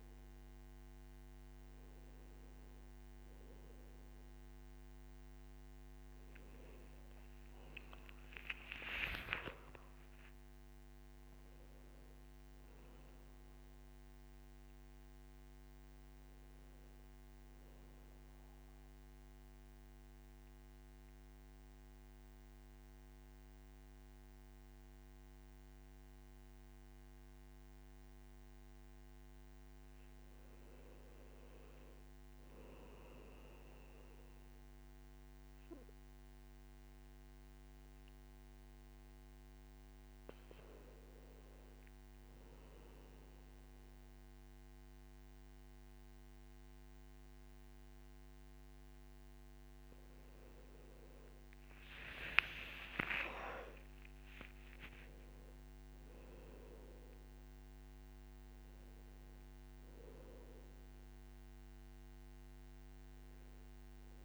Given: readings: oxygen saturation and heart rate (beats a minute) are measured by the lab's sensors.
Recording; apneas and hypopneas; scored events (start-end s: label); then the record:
breathing in sleep by a microphone on the trachea; 1
7.50-12.00 s: arousal
19.50-30.50 s: central apnea (oxygen 98% before, 94% lowest, heart rate 69 before, 53 extreme, up 11 after)
33.00-36.50 s: arousal
52.50-57.50 s: arousal
From the record:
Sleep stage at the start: N2 (light sleep); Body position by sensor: on the back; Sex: male